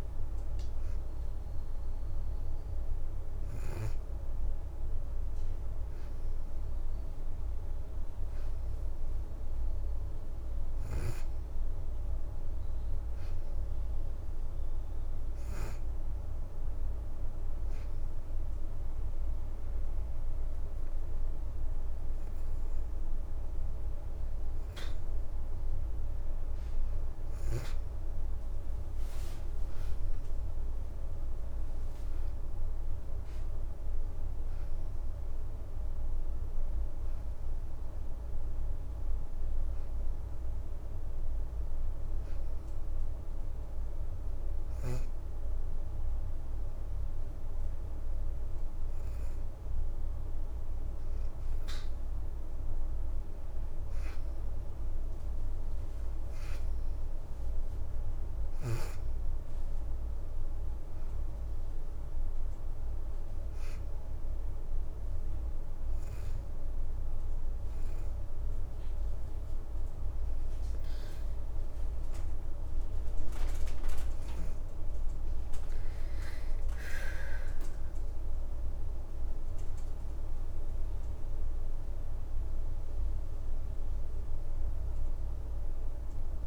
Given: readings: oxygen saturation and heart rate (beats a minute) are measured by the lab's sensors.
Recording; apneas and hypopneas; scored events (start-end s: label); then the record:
breathing in sleep, hard to hear, by a room microphone; 2
7.00-11.50 s: arousal
11.50-21.50 s: oxygen desaturation (device-marked, oxygen 92% before, 89% lowest, heart rate 85 before, 79 extreme)
16.50-26.50 s: hypopnea (oxygen 93% before, 85% lowest, heart rate 86 before, 79 extreme, up 3 after)
28.00-30.00 s: leg movement (device-marked)
28.50-32.00 s: arousal
34.50-46.50 s: oxygen desaturation (device-marked, oxygen 92% before, 87% lowest, heart rate 84 before, 82 extreme)
40.00-42.00 s: leg movement (device-marked)
42.50-44.00 s: leg movement (device-marked)
45.00-47.50 s: leg movement (device-marked)
48.00-53.50 s: leg movement (device-marked)
54.50-55.50 s: leg movement (device-marked)
58.00-61.50 s: arousal
60.50-69.50 s: oxygen desaturation (device-marked, oxygen 93% before, 87% lowest, heart rate 85 before, 81 extreme)
62.50-75.50 s: hypopnea (oxygen 93% before, 85% lowest, heart rate 85 before, 81 extreme, up 5 after)
77.00-81.50 s: arousal
78.50-86.47 s: oxygen desaturation (device-marked, oxygen 93% before, 85% lowest, heart rate 85 before, 82 extreme)
From the record:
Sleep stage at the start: N2 (light sleep); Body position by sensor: on the back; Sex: female